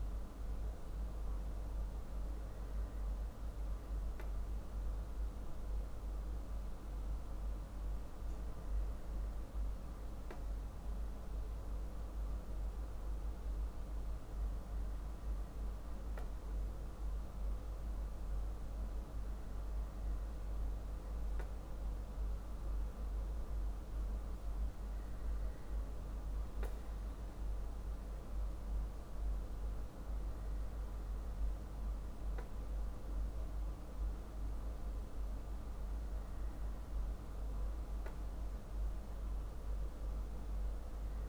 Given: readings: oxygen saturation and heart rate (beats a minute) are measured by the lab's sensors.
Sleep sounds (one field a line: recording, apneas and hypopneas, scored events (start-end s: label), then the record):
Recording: breathing in sleep, hard to hear, by a room microphone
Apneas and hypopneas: none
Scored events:
none scored
From the record:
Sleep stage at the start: N2 (light sleep)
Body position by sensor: on the back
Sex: male